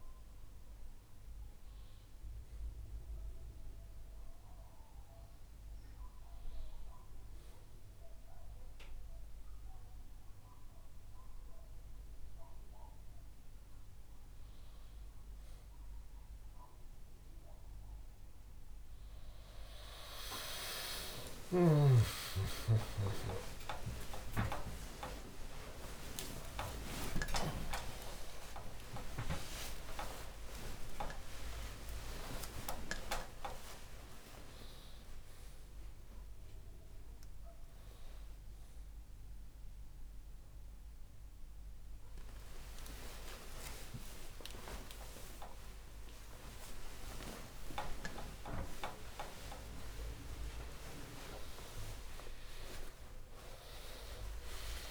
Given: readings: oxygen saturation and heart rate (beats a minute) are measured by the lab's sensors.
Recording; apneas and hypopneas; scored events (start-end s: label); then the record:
a person awake in a sleep study, by a room microphone; none
22.00-52.00 s: new sleep stage, awake
27.00-33.00 s: oxygen desaturation (device-marked, oxygen 98% before, 95% lowest, heart rate 86 before, 81 extreme)
52.00-54.91 s: new sleep stage, N1 (lightest sleep)
From the record:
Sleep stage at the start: N1 (lightest sleep); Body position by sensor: on the back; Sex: male